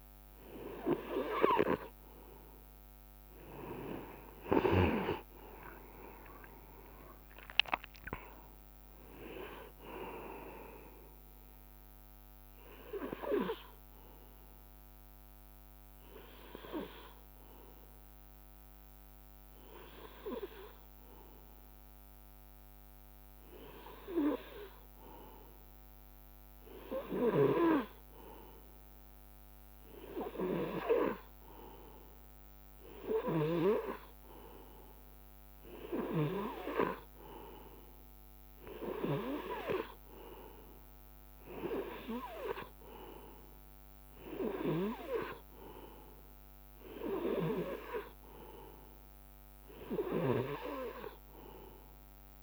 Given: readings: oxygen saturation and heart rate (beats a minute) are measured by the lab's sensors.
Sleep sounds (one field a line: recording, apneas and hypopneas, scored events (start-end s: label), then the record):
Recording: breathing in sleep by a microphone on the trachea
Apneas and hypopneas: 1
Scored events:
7.00-10.50 s: arousal
14.00-25.50 s: hypopnea (oxygen 96% before, 95% lowest, heart rate 69 before, 55 extreme, up 6 after)
29.00-33.00 s: arousal
From the record:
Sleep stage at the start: N2 (light sleep)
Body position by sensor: on the right side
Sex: male